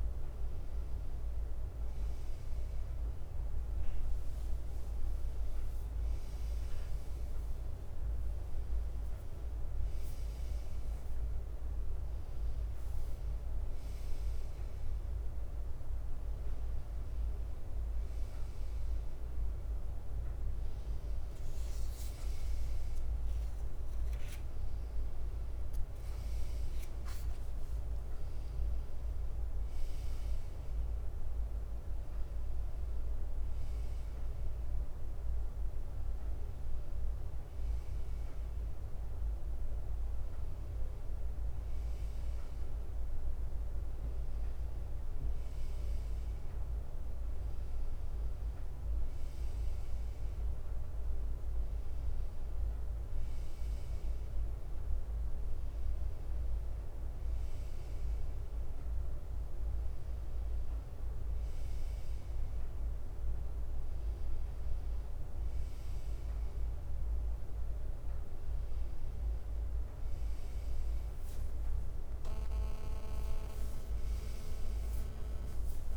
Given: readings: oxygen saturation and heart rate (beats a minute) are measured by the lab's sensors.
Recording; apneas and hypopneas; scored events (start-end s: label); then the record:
breathing in sleep, hard to hear, by a room microphone; none
2.50-11.00 s: leg movement (device-marked)
26.00-31.00 s: leg movement (device-marked)
35.00-36.50 s: leg movement (device-marked)
73.00-75.97 s: leg movement (device-marked)
From the record:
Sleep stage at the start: N2 (light sleep); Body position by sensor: on the right side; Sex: male